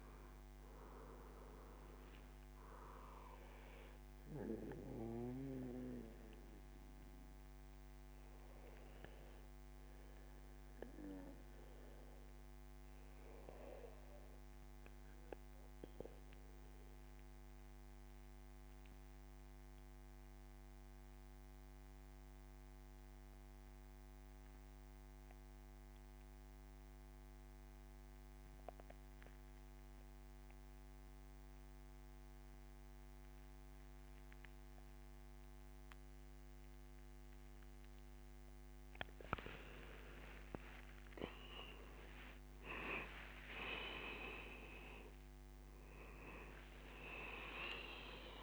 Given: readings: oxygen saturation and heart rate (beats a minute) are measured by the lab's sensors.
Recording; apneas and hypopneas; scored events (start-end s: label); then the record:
breathing in sleep by a microphone on the trachea; 1
0.00-11.50 s: oxygen desaturation (device-marked, oxygen 94% lowest, heart rate 68 extreme)
14.00-38.00 s: mixed apnea (oxygen 98% before, 89% lowest, heart rate 75 before, 66 extreme, up 17 after)
29.50-48.43 s: oxygen desaturation (device-marked, oxygen 97% before, 89% lowest, heart rate 74 before, 66 extreme)
40.00-45.50 s: arousal
From the record:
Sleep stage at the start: N2 (light sleep); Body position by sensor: on the back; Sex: male